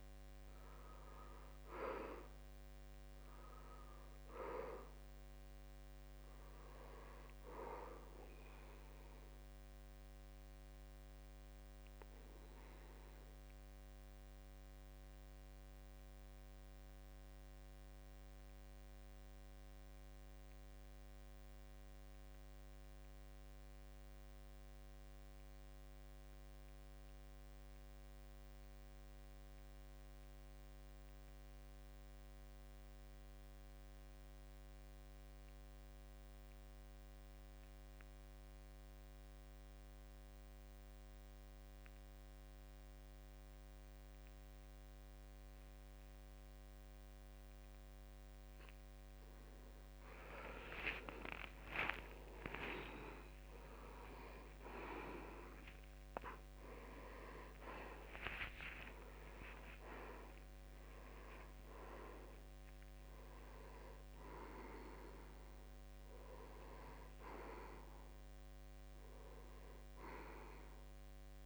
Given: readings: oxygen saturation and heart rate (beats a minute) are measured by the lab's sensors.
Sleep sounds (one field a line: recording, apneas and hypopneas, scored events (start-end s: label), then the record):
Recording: breathing in sleep by a microphone on the trachea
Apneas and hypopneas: 1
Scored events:
0.00-1.50 s: arousal
0.00-19.50 s: oxygen desaturation (device-marked, oxygen 85% lowest, heart rate 66 extreme)
10.00-48.50 s: obstructive apnea (oxygen 94% before, 82% lowest, heart rate 71 before, 66 extreme, up 16 after)
31.50-71.46 s: oxygen desaturation (device-marked, oxygen 97% before, 82% lowest, heart rate 67 before, 68 extreme)
50.50-55.50 s: arousal
51.50-53.50 s: long interval between heartbeats (device-marked, heart rate 70 before, 83 extreme)
68.50-70.50 s: long interval between heartbeats (device-marked, heart rate 78 before, 71 extreme)
From the record:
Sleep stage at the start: N2 (light sleep)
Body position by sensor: on the back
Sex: male